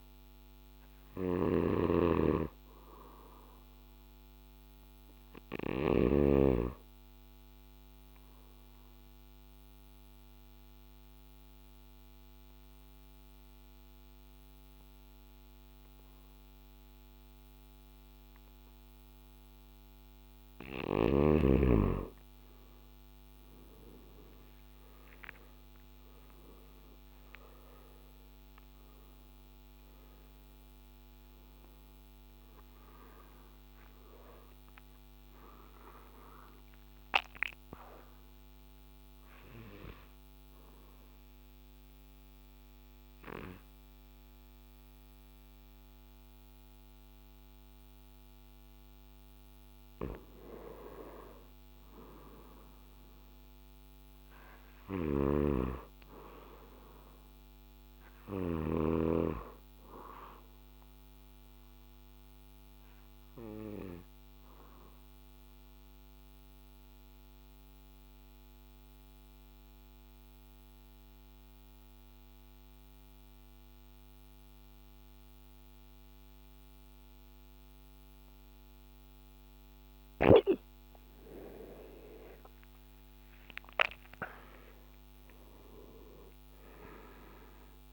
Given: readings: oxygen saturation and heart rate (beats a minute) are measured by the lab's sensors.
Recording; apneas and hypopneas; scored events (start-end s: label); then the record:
breathing in sleep by a microphone on the trachea; 3
0.00-6.00 s: snoring (device-marked)
6.00-20.00 s: oxygen desaturation (device-marked, oxygen 97% before, 92% lowest, heart rate 57 before, 59 extreme)
7.50-20.00 s: obstructive apnea (oxygen 97% before, 91% lowest, heart rate 58 before, 59 extreme, up 7 after)
22.50-28.00 s: arousal
38.00-56.00 s: oxygen desaturation (device-marked, oxygen 94% before, 91% lowest, heart rate 65 before, 54 extreme)
39.00-50.00 s: obstructive apnea (oxygen 94% before, 90% lowest, heart rate 66 before, 54 extreme, up 4 after)
52.00-56.50 s: arousal
54.50-58.50 s: snoring (device-marked)
62.00-79.50 s: obstructive apnea (oxygen 97% before, 90% lowest, heart rate 59 before, 54 extreme, up 14 after)
82.00-87.50 s: arousal
From the record:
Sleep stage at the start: N2 (light sleep); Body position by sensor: on the back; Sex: male